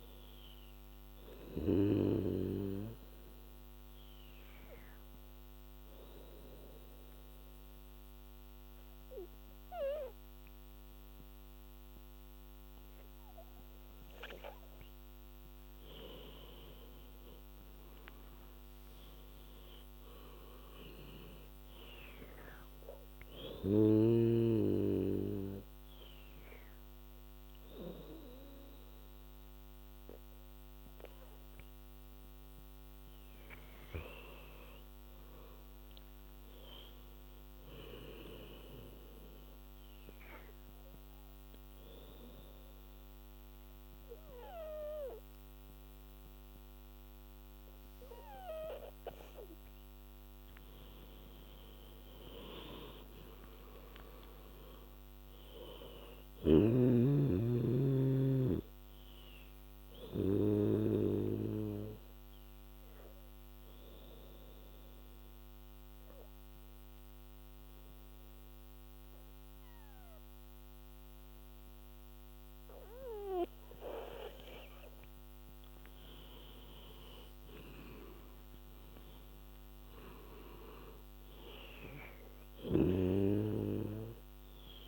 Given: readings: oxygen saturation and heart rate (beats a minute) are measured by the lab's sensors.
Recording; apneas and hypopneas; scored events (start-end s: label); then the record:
breathing in sleep by a microphone on the trachea; 4
0.00-6.50 s: oxygen desaturation (device-marked, oxygen 94% lowest, heart rate 75 extreme)
2.00-14.50 s: obstructive apnea (oxygen 99% before, 91% lowest, heart rate 77 before, 75 extreme, up 12 after)
14.50-33.50 s: oxygen desaturation (device-marked, oxygen 98% before, 91% lowest, heart rate 79 before, 73 extreme)
16.00-20.00 s: arousal
23.00-33.50 s: hypopnea (oxygen 98% before, 88% lowest, heart rate 79 before, 73 extreme, up 12 after)
34.50-37.00 s: arousal
39.00-50.00 s: obstructive apnea (oxygen 99% before, 88% lowest, heart rate 83 before, 73 extreme, up 14 after)
51.50-54.50 s: arousal
57.50-72.50 s: oxygen desaturation (device-marked, oxygen 98% before, 91% lowest, heart rate 80 before, 73 extreme)
60.50-73.50 s: obstructive apnea (oxygen 99% before, 88% lowest, heart rate 79 before, 74 extreme, up 13 after)
76.00-80.00 s: arousal
77.50-84.88 s: oxygen desaturation (device-marked, oxygen 99% before, 88% lowest, heart rate 79 before, 68 extreme)
From the record:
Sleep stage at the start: N2 (light sleep); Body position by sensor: on the back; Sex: female